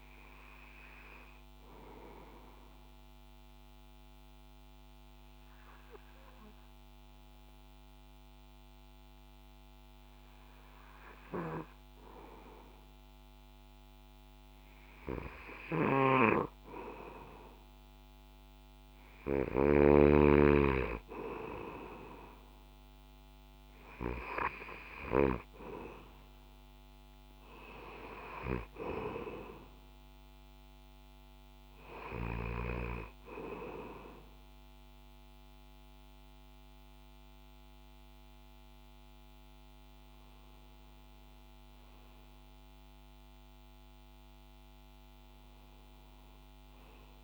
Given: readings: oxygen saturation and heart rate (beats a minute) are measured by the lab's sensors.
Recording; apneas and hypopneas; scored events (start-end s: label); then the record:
breathing in sleep by a microphone on the trachea; 1
0.50-16.00 s: hypopnea (oxygen 99% before, 95% lowest)
15.00-19.50 s: snoring (device-marked)
19.00-22.50 s: arousal
From the record:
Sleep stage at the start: N2 (light sleep); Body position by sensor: on the back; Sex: male